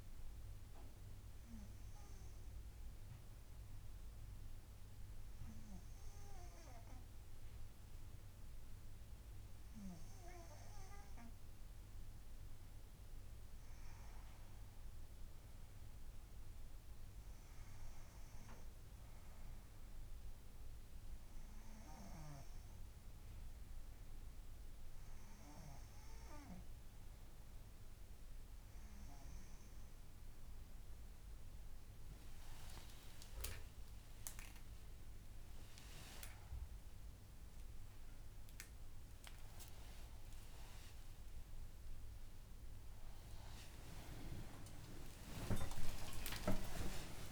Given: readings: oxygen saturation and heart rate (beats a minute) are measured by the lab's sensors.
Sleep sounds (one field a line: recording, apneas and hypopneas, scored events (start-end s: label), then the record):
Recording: a person partly awake in a sleep study, by a room microphone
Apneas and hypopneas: 1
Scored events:
0.50-13.50 s: hypopnea (oxygen 98% before, 94% lowest, heart rate 80 before, 67 extreme, up 7 after)
14.50-18.00 s: arousal
32.50-47.32 s: new sleep stage, awake
From the record:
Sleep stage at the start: N2 (light sleep)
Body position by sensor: on the right side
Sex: female